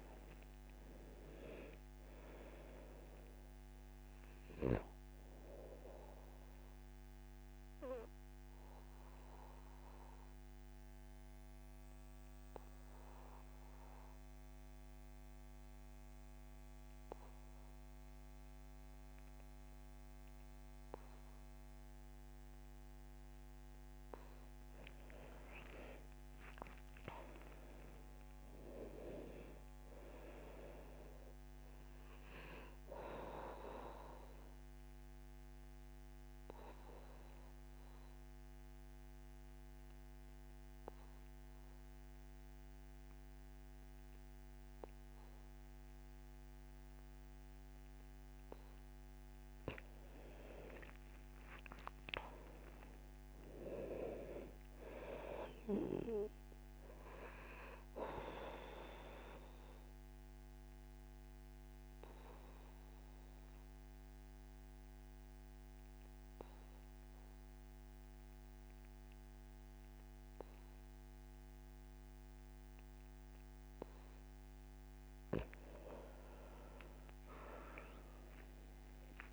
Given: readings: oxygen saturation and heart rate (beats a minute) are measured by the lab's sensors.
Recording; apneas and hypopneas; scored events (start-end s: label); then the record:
breathing in sleep by a microphone on the trachea; 3
0.00-1.00 s: arousal
0.00-17.50 s: oxygen desaturation (device-marked, oxygen 86% lowest, heart rate 73 extreme)
7.00-23.00 s: obstructive apnea (oxygen 99% before, 85% lowest, heart rate 78 before, 73 extreme, up 8 after)
25.50-29.00 s: arousal
27.50-44.50 s: oxygen desaturation (device-marked, oxygen 99% before, 85% lowest, heart rate 77 before, 72 extreme)
34.50-48.50 s: obstructive apnea (oxygen 99% before, 85% lowest, heart rate 78 before, 72 extreme, up 4 after)
46.50-70.50 s: oxygen desaturation (device-marked, oxygen 99% before, 88% lowest, heart rate 79 before, 72 extreme)
51.50-54.50 s: arousal
60.00-74.00 s: obstructive apnea (oxygen 99% before, 86% lowest, heart rate 80 before, 72 extreme, up 14 after)
75.50-79.33 s: oxygen desaturation (device-marked, oxygen 98% before, 86% lowest, heart rate 75 before, 72 extreme)
77.00-79.33 s: arousal
From the record:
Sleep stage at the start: N2 (light sleep); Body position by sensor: on the back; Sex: male